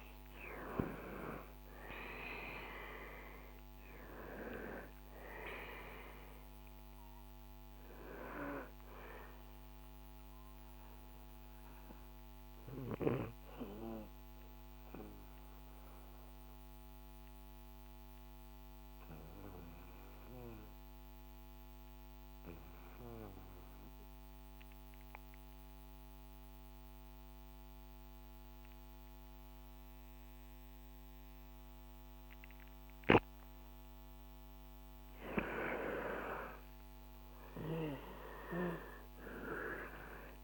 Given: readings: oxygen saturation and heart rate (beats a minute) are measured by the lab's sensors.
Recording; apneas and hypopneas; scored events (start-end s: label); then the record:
breathing in sleep by a microphone on the trachea; 1
0.00-20.50 s: oxygen desaturation (device-marked, oxygen 87% lowest, heart rate 62 extreme)
12.00-32.50 s: obstructive apnea (oxygen 97% before, 87% lowest, heart rate 72 before, 63 extreme, up 9 after)
34.50-39.50 s: arousal
From the record:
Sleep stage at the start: REM sleep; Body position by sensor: on the back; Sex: male